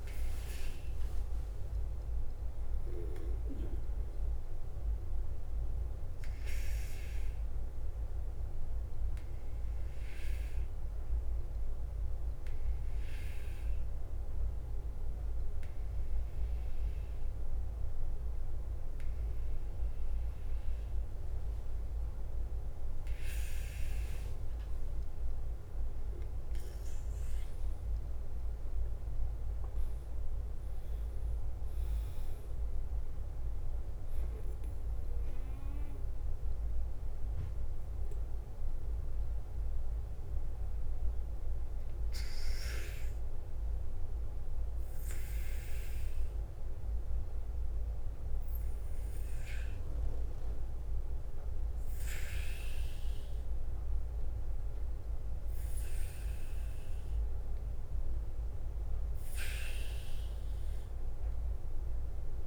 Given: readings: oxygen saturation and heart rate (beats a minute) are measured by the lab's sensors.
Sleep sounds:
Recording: breathing in sleep, hard to hear, by a room microphone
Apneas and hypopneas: 2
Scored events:
0.00-20.00 s: oxygen desaturation (device-marked, oxygen 94% lowest, heart rate 46 extreme)
0.00-62.47 s: bradycardia (device-marked, heart rate 42 extreme)
1.50-4.50 s: arousal
6.50-21.50 s: obstructive apnea (oxygen 99% before, 94% lowest, heart rate 51 before, 46 extreme, up 6 after)
26.50-31.00 s: arousal
37.50-48.50 s: obstructive apnea (oxygen 98% before, 95% lowest, heart rate 50 before, 42 extreme, up 3 after)
54.00-57.00 s: arousal
From the record:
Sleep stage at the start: N2 (light sleep)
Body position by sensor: on the back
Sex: male

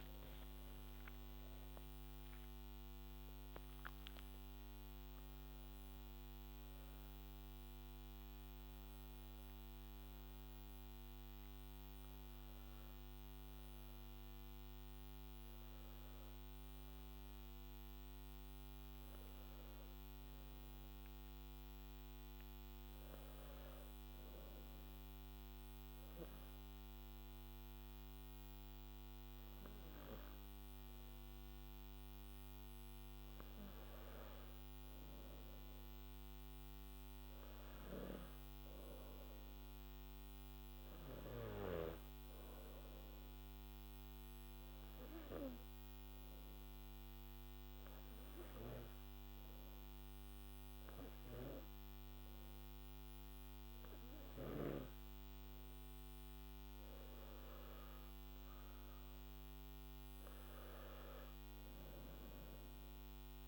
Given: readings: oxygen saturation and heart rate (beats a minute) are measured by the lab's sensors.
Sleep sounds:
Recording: breathing in sleep by a microphone on the trachea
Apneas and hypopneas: 1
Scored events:
0.00-18.00 s: oxygen desaturation (device-marked, oxygen 92% lowest, heart rate 49 extreme)
36.00-63.48 s: new sleep stage, N1 (lightest sleep)
40.00-55.00 s: hypopnea (oxygen 98% before, 93% lowest, heart rate 53 before, 52 extreme, up 8 after)
From the record:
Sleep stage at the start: N2 (light sleep)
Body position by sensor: on the back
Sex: male

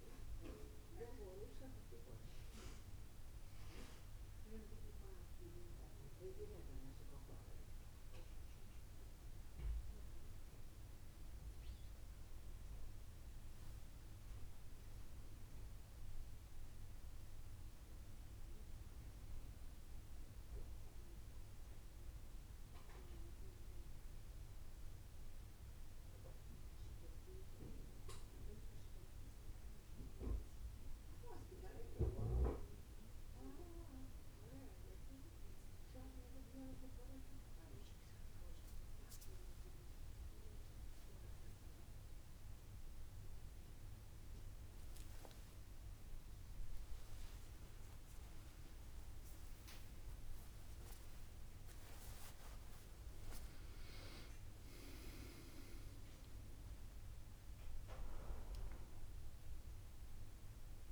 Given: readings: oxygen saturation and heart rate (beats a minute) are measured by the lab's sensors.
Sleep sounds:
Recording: breathing in sleep by a room microphone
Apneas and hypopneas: none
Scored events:
45.50-49.50 s: arousal
From the record:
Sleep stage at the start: N1 (lightest sleep)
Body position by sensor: on the back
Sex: female

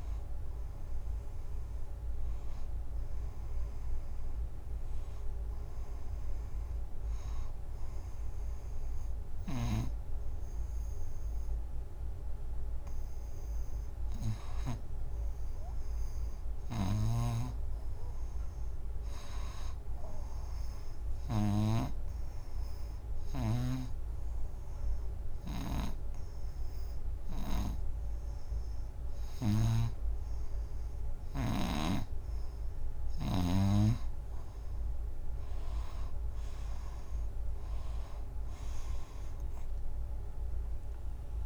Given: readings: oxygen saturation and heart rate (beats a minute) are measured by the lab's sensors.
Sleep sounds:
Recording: breathing in sleep by a room microphone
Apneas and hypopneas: 2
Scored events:
0.00-2.50 s: oxygen desaturation (device-marked, oxygen 87% lowest, heart rate 80 extreme)
5.00-15.50 s: hypopnea (oxygen 94% before, 88% lowest, heart rate 91 before, 80 extreme)
16.00-19.00 s: arousal
17.00-33.50 s: snoring (device-marked)
22.00-32.50 s: obstructive apnea (oxygen 98% before, 88% lowest, heart rate 88 before, 82 extreme, up 3 after)
25.50-33.50 s: oxygen desaturation (device-marked, oxygen 98% before, 91% lowest, heart rate 86 before, 82 extreme)
36.50-41.00 s: arousal
39.50-41.46 s: oxygen desaturation (device-marked, oxygen 93% before, 90% lowest, heart rate 85 before, 77 extreme)
From the record:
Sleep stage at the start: N2 (light sleep)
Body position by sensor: on the front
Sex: female

